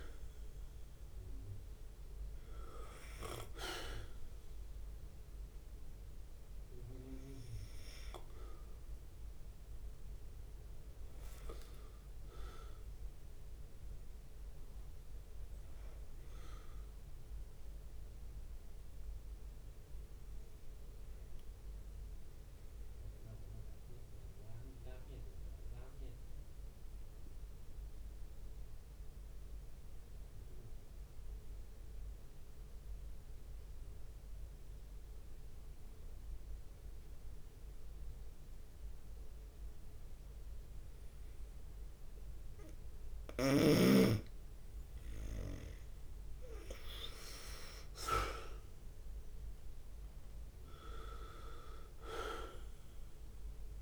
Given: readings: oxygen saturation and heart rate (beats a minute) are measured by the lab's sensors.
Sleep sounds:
breathing in sleep by a room microphone; 1
0.00-5.50 s: drop in pulse transit time (device-marked, heart rate 67 extreme)
0.00-15.50 s: oxygen desaturation (device-marked, oxygen 89% lowest, heart rate 62 extreme)
11.50-13.50 s: long interval between heartbeats (device-marked, heart rate 69 before, 78 extreme)
12.00-15.00 s: leg movement (device-marked)
21.00-43.50 s: obstructive apnea (oxygen 94% before, 93% lowest, heart rate 71 before, 62 extreme, up 6 after)
45.50-50.00 s: arousal
46.50-53.81 s: drop in pulse transit time (device-marked, heart rate 64 before, 65 extreme)
48.50-53.81 s: oxygen desaturation (device-marked, oxygen 98% before, 93% lowest, heart rate 64 before, 62 extreme)
51.50-53.50 s: leg movement (device-marked)
From the record:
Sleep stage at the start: N2 (light sleep); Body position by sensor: on the right side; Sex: male

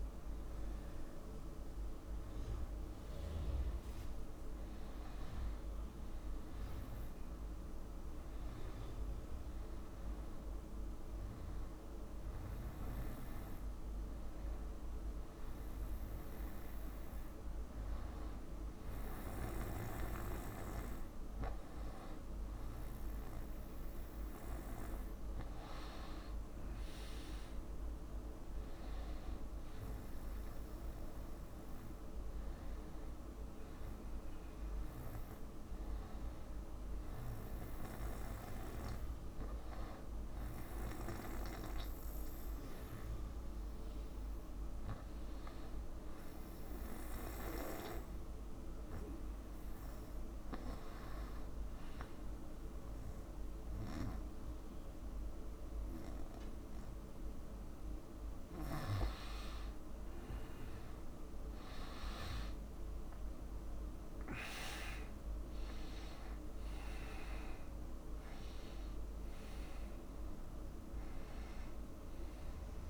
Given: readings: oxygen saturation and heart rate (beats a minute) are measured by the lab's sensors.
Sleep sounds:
breathing in sleep by a room microphone; 1
44.00-48.00 s: arousal
51.00-61.50 s: hypopnea (oxygen 97% before, 93% lowest, heart rate 71 before, 64 extreme, up 11 after)
63.50-66.50 s: arousal
70.00-72.90 s: oxygen desaturation (device-marked, oxygen 96% before, 93% lowest, heart rate 71 before, 60 extreme)
From the record:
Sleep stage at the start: N2 (light sleep); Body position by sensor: on the back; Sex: male

